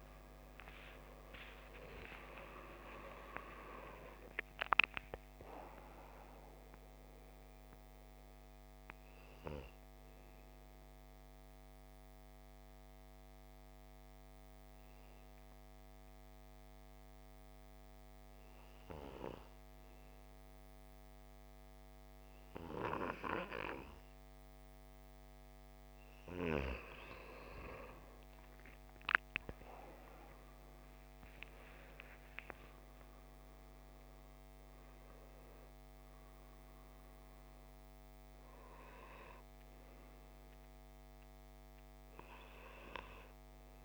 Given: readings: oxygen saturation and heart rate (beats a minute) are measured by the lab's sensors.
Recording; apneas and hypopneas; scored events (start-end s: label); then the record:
breathing in sleep by a microphone on the trachea; 1
0.00-5.00 s: arousal
10.50-26.00 s: mixed apnea (oxygen 95% before, 91% lowest)
29.50-33.00 s: arousal
39.00-43.85 s: oxygen desaturation (device-marked, oxygen 97% before, 91% lowest)
From the record:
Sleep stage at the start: N2 (light sleep); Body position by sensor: on the left side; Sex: male